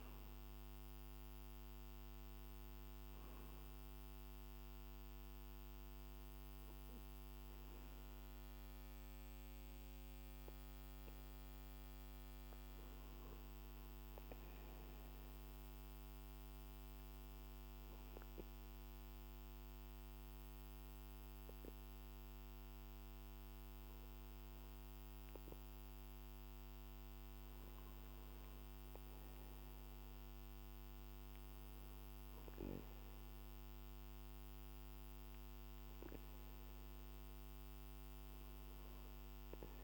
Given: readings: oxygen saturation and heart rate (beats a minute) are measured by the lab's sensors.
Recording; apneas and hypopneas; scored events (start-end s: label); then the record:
breathing in sleep, hard to hear, by a microphone on the trachea; none
9.00-39.84 s: new sleep stage, N2 (light sleep)
From the record:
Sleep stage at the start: N1 (lightest sleep); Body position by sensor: on the back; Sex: male